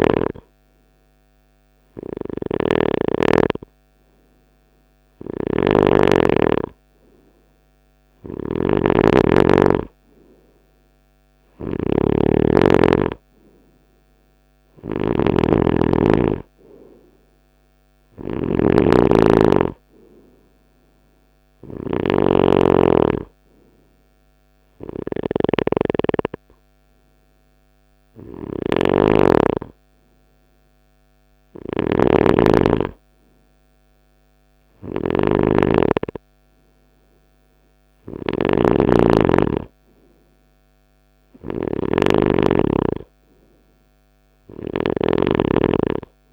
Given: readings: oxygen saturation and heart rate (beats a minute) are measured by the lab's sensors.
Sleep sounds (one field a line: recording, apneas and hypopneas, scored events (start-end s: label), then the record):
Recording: breathing in sleep by a microphone on the trachea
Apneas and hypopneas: none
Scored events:
0.00-46.33 s: snoring (device-marked)
From the record:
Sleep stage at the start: N3 (deep sleep)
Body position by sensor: on the right side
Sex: male